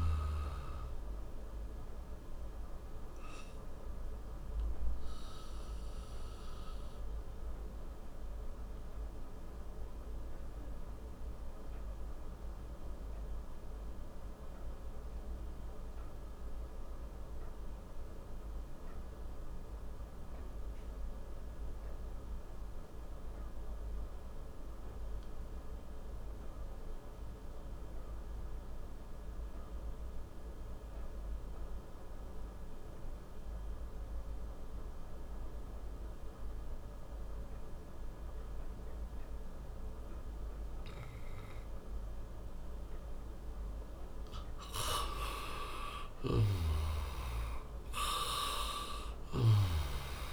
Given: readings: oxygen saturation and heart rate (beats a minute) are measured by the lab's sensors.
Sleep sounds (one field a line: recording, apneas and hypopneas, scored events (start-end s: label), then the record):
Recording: breathing in sleep by a room microphone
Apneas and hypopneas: 1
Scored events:
0.00-22.00 s: oxygen desaturation (device-marked, oxygen 87% lowest, heart rate 28 extreme)
1.50-43.50 s: mixed apnea (oxygen 98% before, 87% lowest, heart rate 54 before, 43 extreme, up 16 after)
44.50-50.33 s: arousal
From the record:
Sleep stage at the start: N2 (light sleep)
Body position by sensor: on the back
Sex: male